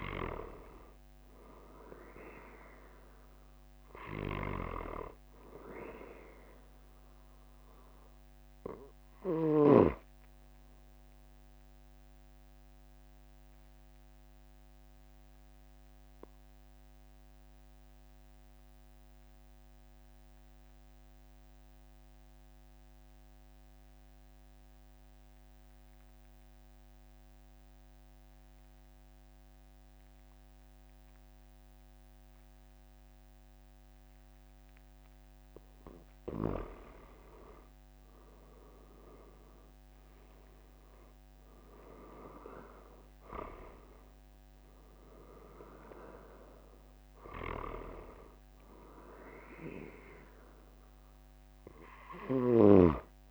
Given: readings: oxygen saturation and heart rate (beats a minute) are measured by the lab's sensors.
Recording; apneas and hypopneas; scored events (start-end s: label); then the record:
breathing in sleep by a microphone on the trachea; 1
4.50-10.00 s: snoring (device-marked)
12.50-34.50 s: obstructive apnea (oxygen 97% before, 92% lowest, heart rate 45 before, 43 extreme, up 3 after)
37.50-42.50 s: arousal
From the record:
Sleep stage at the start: N2 (light sleep); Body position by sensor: on the back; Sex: male